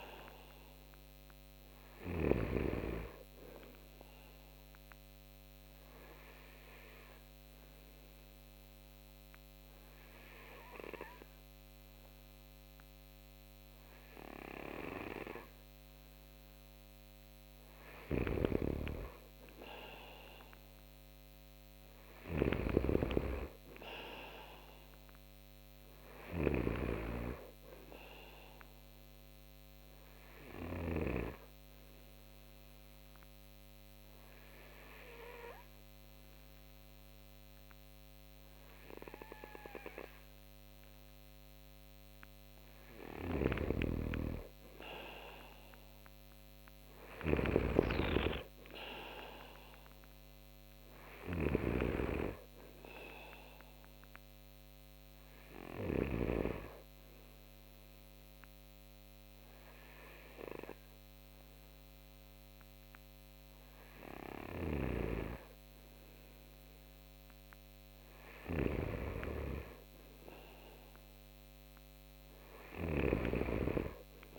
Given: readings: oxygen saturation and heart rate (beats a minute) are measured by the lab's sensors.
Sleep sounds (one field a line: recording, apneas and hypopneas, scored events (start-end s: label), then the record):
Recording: breathing in sleep by a microphone on the trachea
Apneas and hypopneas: 3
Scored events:
0.00-2.00 s: snoring (device-marked)
0.50-19.50 s: oxygen desaturation (device-marked, oxygen 95% before, 91% lowest)
3.00-16.00 s: obstructive apnea (oxygen 95% before, 90% lowest)
17.50-30.50 s: snoring (device-marked)
18.00-22.50 s: arousal
26.50-42.50 s: oxygen desaturation (device-marked, oxygen 94% before, 90% lowest)
28.50-41.00 s: obstructive apnea (oxygen 95% before, 90% lowest)
42.50-55.50 s: snoring (device-marked)
43.00-46.50 s: arousal
53.00-67.00 s: obstructive apnea (oxygen 95% before, 91% lowest)
53.50-68.50 s: oxygen desaturation (device-marked, oxygen 95% before, 91% lowest)
69.00-73.00 s: arousal
72.00-74.39 s: snoring (device-marked)
From the record:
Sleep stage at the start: N2 (light sleep)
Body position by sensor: on the right side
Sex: male